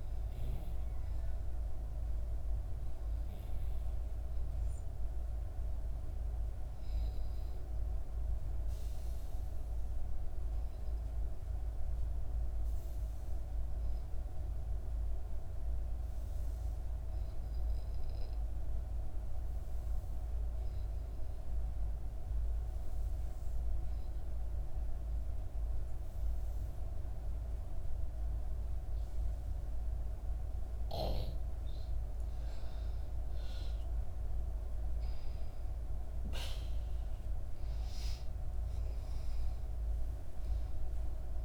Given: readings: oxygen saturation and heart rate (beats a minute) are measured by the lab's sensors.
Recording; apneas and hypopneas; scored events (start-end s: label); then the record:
breathing in sleep, hard to hear, by a room microphone; 1
0.00-6.50 s: oxygen desaturation (device-marked, oxygen 89% lowest, heart rate 58 extreme)
2.00-32.00 s: obstructive apnea (oxygen 97% before, 89% lowest, heart rate 61 before, 58 extreme, up 7 after)
25.50-41.45 s: oxygen desaturation (device-marked, oxygen 97% before, 89% lowest, heart rate 59 before, 60 extreme)
34.00-38.00 s: arousal
From the record:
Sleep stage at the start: N2 (light sleep); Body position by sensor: on the back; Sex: female